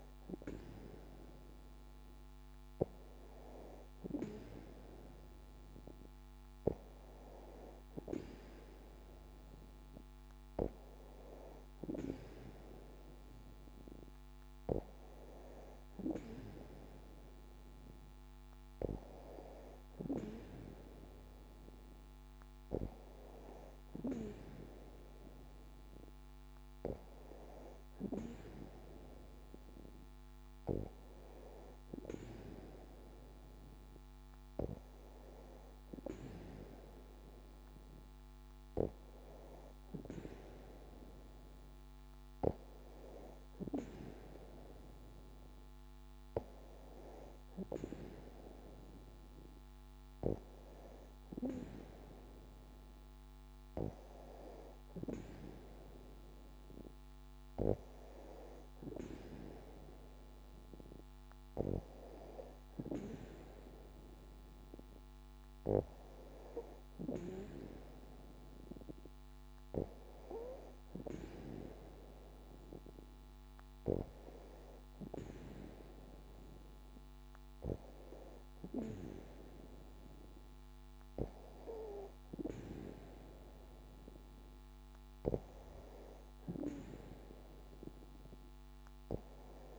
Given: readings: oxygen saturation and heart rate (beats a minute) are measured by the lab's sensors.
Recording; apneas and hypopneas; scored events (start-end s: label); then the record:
breathing in sleep by a microphone on the trachea; none
none scored
From the record:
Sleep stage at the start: N2 (light sleep); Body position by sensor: on the back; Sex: female